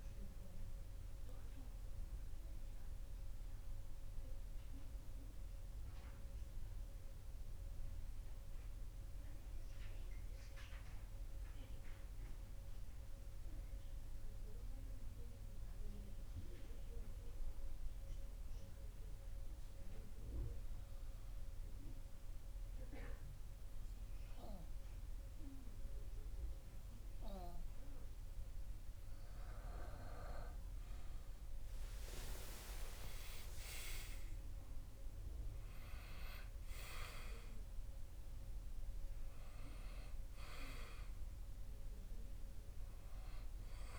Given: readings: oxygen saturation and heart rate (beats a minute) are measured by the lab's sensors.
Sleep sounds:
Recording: breathing in sleep by a room microphone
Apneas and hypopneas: 1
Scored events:
0.00-15.00 s: oxygen desaturation (device-marked, oxygen 93% lowest)
1.50-27.00 s: obstructive apnea (oxygen 97% before, 93% lowest)
30.00-35.00 s: arousal
34.00-43.99 s: oxygen desaturation (device-marked, oxygen 98% before, 94% lowest)
From the record:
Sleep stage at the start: N2 (light sleep)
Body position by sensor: on the back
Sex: male

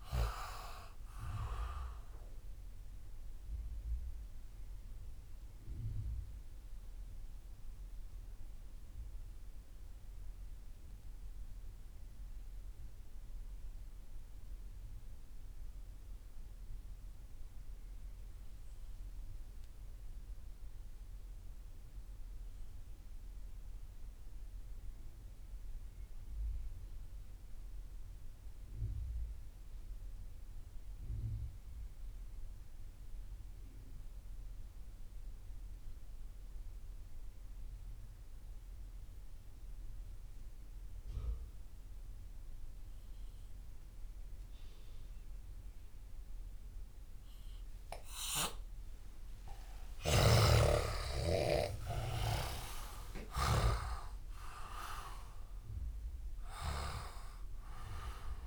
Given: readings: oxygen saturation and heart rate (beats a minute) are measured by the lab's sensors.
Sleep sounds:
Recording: breathing in sleep by a room microphone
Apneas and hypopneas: 1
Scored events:
0.00-18.00 s: oxygen desaturation (device-marked, oxygen 68% lowest)
3.00-48.00 s: mixed apnea (oxygen 92% before, 68% lowest)
28.00-58.47 s: oxygen desaturation (device-marked, oxygen 98% before, 70% lowest)
49.00-53.00 s: arousal
49.50-53.50 s: snoring (device-marked)
From the record:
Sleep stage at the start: REM sleep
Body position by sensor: on the left side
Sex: male

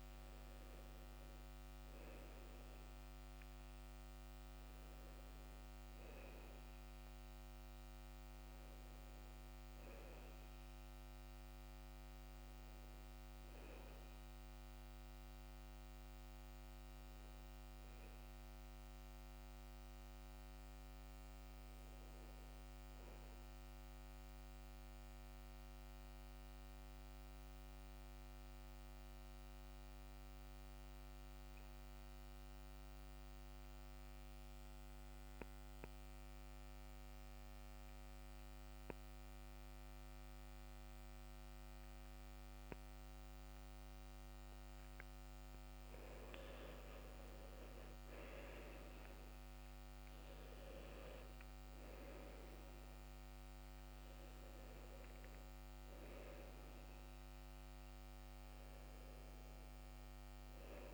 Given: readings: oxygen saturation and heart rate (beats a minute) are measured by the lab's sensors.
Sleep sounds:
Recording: breathing in sleep, hard to hear, by a microphone on the trachea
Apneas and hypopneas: 1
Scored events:
0.00-25.50 s: oxygen desaturation (device-marked, oxygen 89% lowest, heart rate 62 extreme)
16.00-20.50 s: arousal
24.00-45.00 s: obstructive apnea (oxygen 94% before, 87% lowest, heart rate 69 before, 62 extreme, up 12 after)
45.50-60.94 s: oxygen desaturation (device-marked, oxygen 97% before, 87% lowest, heart rate 64 before, 61 extreme)
47.50-50.50 s: arousal
54.50-60.94 s: new sleep stage, N1 (lightest sleep)
From the record:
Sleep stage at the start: N2 (light sleep)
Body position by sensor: on the back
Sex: male

